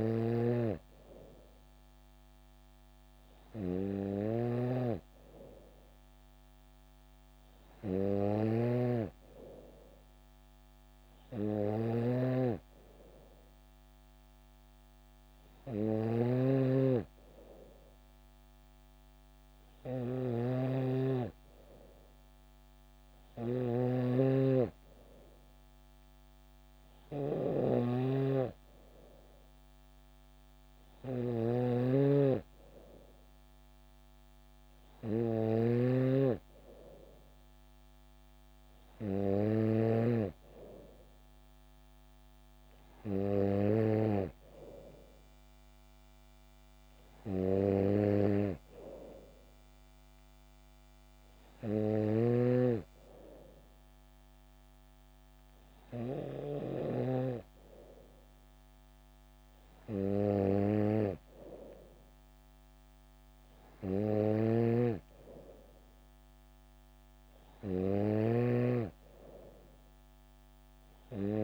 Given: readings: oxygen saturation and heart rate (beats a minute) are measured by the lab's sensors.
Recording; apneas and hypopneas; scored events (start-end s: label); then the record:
breathing in sleep by a microphone on the trachea; none
0.00-40.00 s: snoring (device-marked)
64.50-71.44 s: snoring (device-marked)
From the record:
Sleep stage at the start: N3 (deep sleep); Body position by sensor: on the back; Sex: female